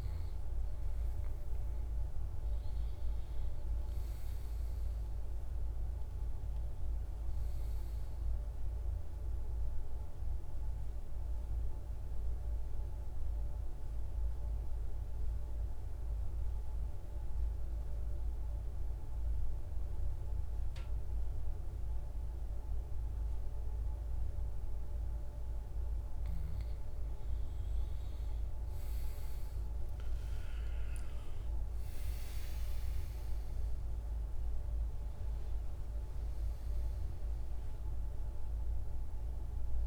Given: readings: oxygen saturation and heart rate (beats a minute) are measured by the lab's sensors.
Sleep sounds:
breathing in sleep, hard to hear, by a room microphone; 1
0.00-23.50 s: oxygen desaturation (device-marked, oxygen 91% lowest, heart rate 56 extreme)
11.50-25.50 s: central apnea (oxygen 99% before, 85% lowest, heart rate 63 before, 56 extreme, up 10 after)
30.50-35.50 s: arousal
30.50-39.86 s: oxygen desaturation (device-marked, oxygen 97% before, 90% lowest, heart rate 59 before, 56 extreme)
From the record:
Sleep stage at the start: N2 (light sleep); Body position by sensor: on the back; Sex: male

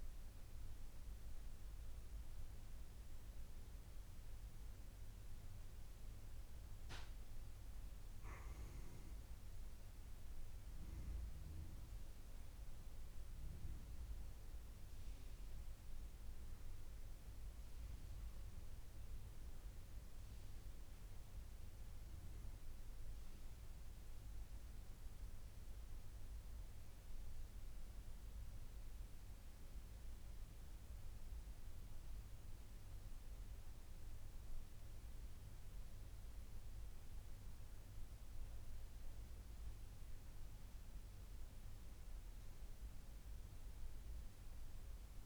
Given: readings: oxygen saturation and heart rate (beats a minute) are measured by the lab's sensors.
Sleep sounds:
breathing in sleep, hard to hear, by a room microphone; none
none scored
From the record:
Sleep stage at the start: N1 (lightest sleep); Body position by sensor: on the back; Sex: female

